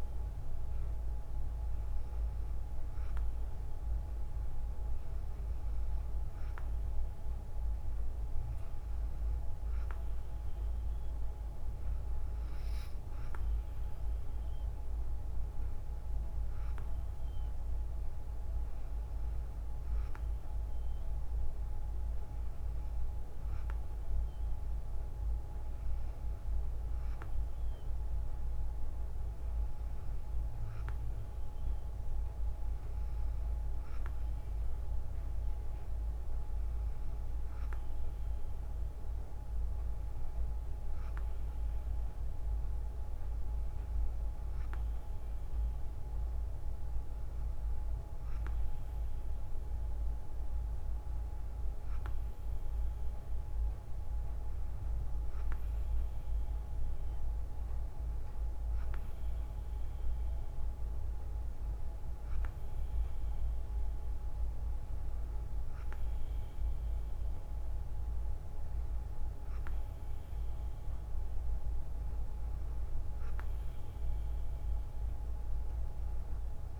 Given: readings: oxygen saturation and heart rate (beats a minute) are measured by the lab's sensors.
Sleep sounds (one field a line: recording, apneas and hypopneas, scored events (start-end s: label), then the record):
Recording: breathing in sleep, hard to hear, by a room microphone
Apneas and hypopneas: none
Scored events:
none scored
From the record:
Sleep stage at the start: N2 (light sleep)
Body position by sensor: on the right side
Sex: female